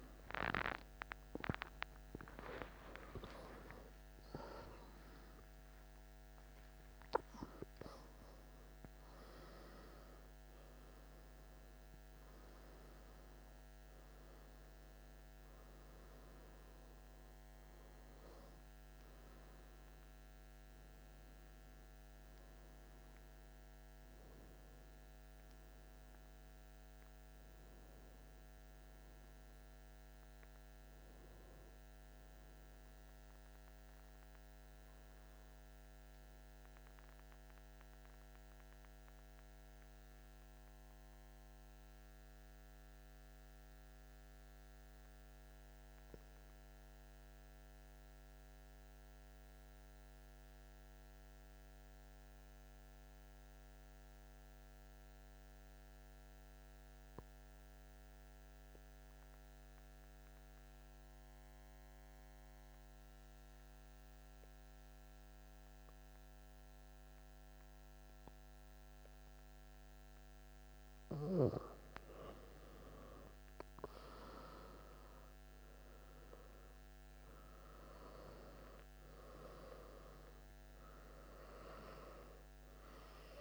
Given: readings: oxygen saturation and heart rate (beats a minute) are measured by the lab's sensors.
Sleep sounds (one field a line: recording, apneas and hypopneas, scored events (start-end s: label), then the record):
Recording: breathing in sleep by a microphone on the trachea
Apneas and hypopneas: 1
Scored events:
0.00-1.00 s: arousal
0.00-24.50 s: oxygen desaturation (device-marked, oxygen 91% lowest)
27.50-83.41 s: new sleep stage, N2 (light sleep)
28.50-32.00 s: arousal
36.00-70.50 s: obstructive apnea (oxygen 98% before, 92% lowest)
67.50-83.41 s: oxygen desaturation (device-marked, oxygen 98% before, 92% lowest)
72.00-76.50 s: arousal
From the record:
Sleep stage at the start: N1 (lightest sleep)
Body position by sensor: on the back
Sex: male